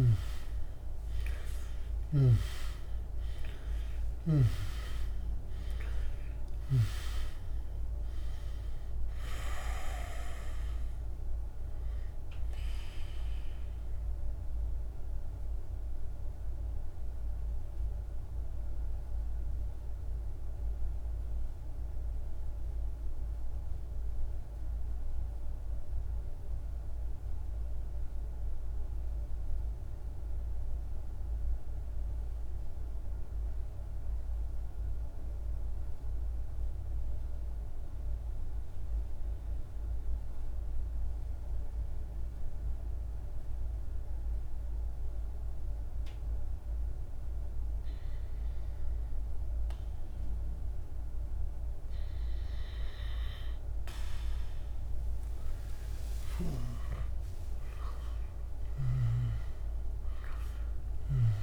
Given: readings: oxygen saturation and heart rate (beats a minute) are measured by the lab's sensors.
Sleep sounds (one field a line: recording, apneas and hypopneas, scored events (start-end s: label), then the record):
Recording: breathing in sleep by a room microphone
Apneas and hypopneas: 1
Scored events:
0.00-1.50 s: arousal
0.00-24.00 s: oxygen desaturation (device-marked, oxygen 84% lowest, heart rate 46 extreme)
1.00-6.00 s: snoring (device-marked)
13.50-52.00 s: mixed apnea (oxygen 98% before, 84% lowest, heart rate 55 before, 47 extreme)
43.00-61.43 s: oxygen desaturation (device-marked, oxygen 99% before, 89% lowest, heart rate 49 before, 46 extreme)
54.50-60.00 s: arousal
From the record:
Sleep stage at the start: N2 (light sleep)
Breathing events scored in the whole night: 321 in 7.1 hours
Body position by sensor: on the back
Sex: male